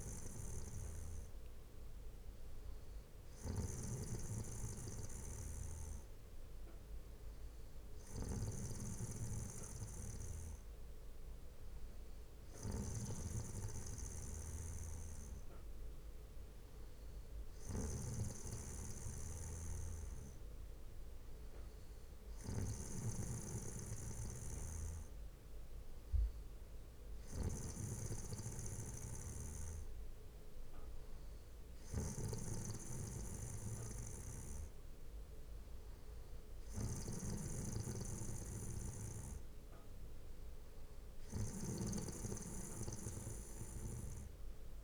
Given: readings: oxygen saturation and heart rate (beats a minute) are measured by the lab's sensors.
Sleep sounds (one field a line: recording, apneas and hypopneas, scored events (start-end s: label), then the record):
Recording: breathing in sleep by a room microphone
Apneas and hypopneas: none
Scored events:
0.00-1.50 s: bradycardia (device-marked, heart rate 62 extreme)
2.50-4.50 s: bradycardia (device-marked, heart rate 63 before, 58 extreme)
7.50-24.50 s: bradycardia (device-marked, heart rate 62 before, 58 extreme)
34.50-36.50 s: bradycardia (device-marked, heart rate 62 before, 61 extreme)
From the record:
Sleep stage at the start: N2 (light sleep)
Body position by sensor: on the back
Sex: male